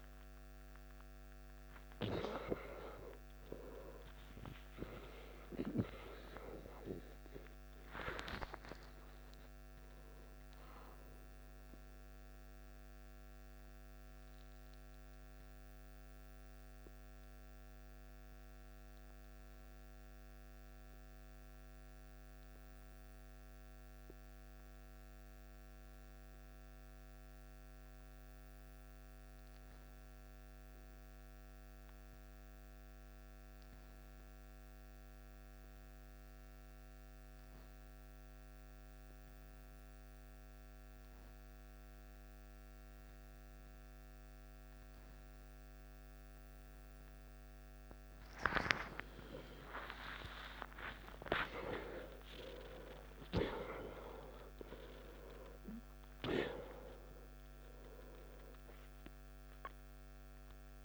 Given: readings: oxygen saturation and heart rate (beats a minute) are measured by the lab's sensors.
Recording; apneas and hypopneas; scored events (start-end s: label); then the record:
breathing in sleep by a microphone on the trachea; 1
0.00-17.50 s: oxygen desaturation (device-marked, oxygen 88% lowest, heart rate 52 extreme)
14.50-47.50 s: obstructive apnea (oxygen 95% before, 88% lowest, heart rate 68 before, 52 extreme, up 18 after)
35.50-54.50 s: oxygen desaturation (device-marked, oxygen 97% before, 91% lowest, heart rate 54 before, 53 extreme)
49.00-53.00 s: arousal
56.50-60.85 s: oxygen desaturation (device-marked, oxygen 95% before, 88% lowest, heart rate 58 before, 53 extreme)
From the record:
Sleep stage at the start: N2 (light sleep); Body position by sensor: on the back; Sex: male